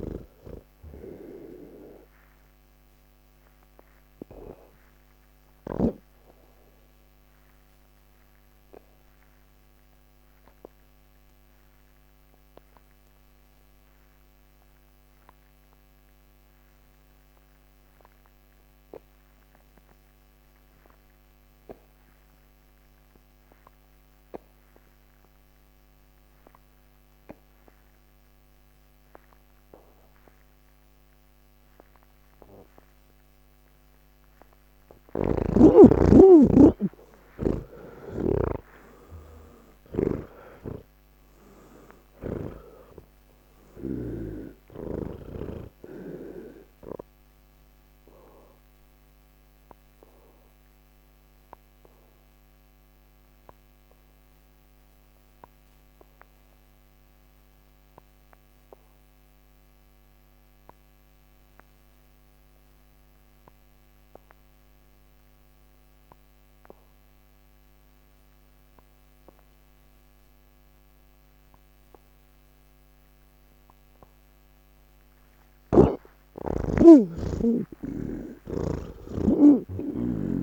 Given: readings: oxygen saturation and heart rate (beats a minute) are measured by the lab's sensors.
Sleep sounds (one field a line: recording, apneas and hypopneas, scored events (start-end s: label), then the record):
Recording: breathing in sleep by a microphone on the trachea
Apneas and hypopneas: 2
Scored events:
0.00-6.00 s: snoring (device-marked)
0.00-18.00 s: oxygen desaturation (device-marked, oxygen 81% lowest, heart rate 69 extreme)
1.50-33.50 s: obstructive apnea (oxygen 98% before, 78% lowest, heart rate 154 before, 69 extreme, up 42 after)
30.00-68.00 s: oxygen desaturation (device-marked, oxygen 98% before, 78% lowest, heart rate 126 before, 85 extreme)
40.00-44.50 s: snoring (device-marked)
47.50-76.00 s: obstructive apnea (oxygen 98% before, 78% lowest, heart rate 118 before, 119 extreme, up 28 after)
74.00-80.42 s: oxygen desaturation (device-marked, oxygen 98% before, 78% lowest, heart rate 166 before, 98 extreme)
From the record:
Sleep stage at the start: N2 (light sleep)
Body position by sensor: on the back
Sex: male